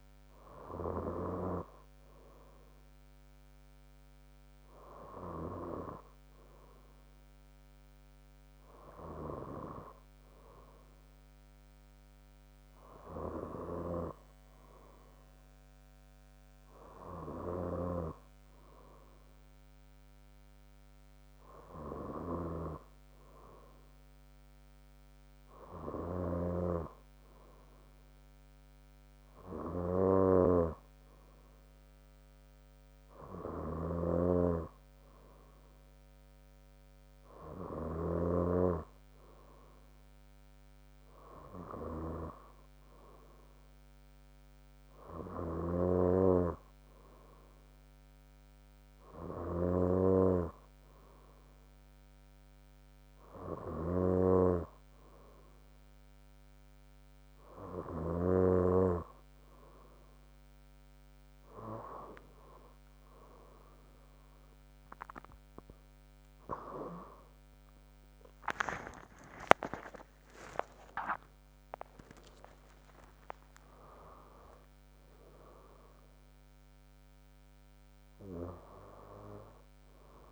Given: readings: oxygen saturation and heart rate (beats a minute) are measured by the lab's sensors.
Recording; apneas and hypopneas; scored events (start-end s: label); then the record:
breathing in sleep by a microphone on the trachea; none
4.50-10.50 s: bradycardia (device-marked, heart rate 71 before, 58 extreme)
65.00-67.00 s: long interval between heartbeats (device-marked, heart rate 63 before, 75 extreme)
68.50-75.00 s: arousal
72.00-74.00 s: long interval between heartbeats (device-marked, heart rate 67 before, 75 extreme)
From the record:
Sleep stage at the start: N2 (light sleep); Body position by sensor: on the front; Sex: female